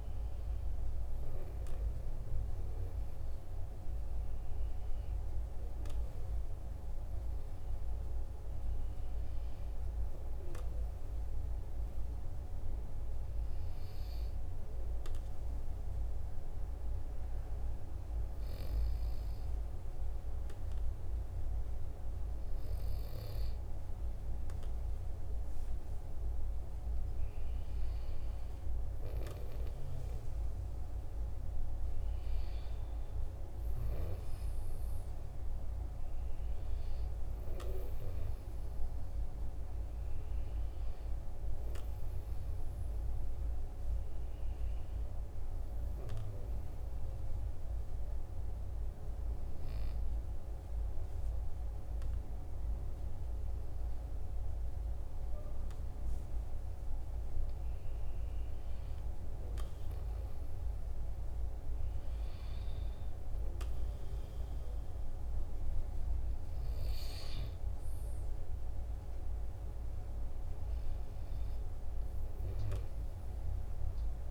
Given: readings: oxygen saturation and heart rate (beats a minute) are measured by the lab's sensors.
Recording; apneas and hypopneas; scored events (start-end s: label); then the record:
breathing in sleep, hard to hear, by a room microphone; 2
10.00-24.50 s: hypopnea (oxygen 96% before, 94% lowest, heart rate 46 before, 46 extreme, up 2 after)
27.50-32.00 s: arousal
45.00-56.50 s: obstructive apnea (oxygen 96% before, 94% lowest, heart rate 47 before, 45 extreme, up 2 after)
58.50-62.00 s: arousal
From the record:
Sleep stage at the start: N2 (light sleep); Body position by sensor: on the right side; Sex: male